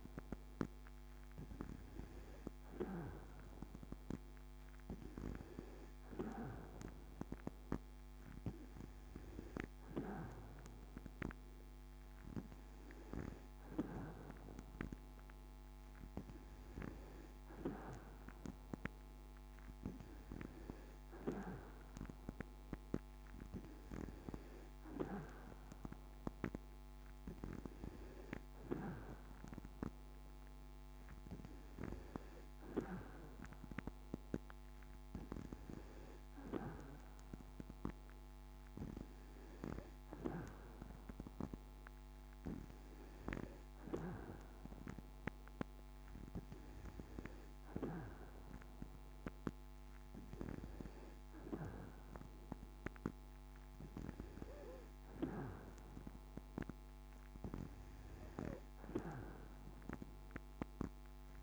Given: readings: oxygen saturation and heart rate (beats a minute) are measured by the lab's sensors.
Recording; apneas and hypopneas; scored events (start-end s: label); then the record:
breathing in sleep by a microphone on the trachea; none
none scored
From the record:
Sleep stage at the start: N2 (light sleep); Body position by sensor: on the back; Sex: female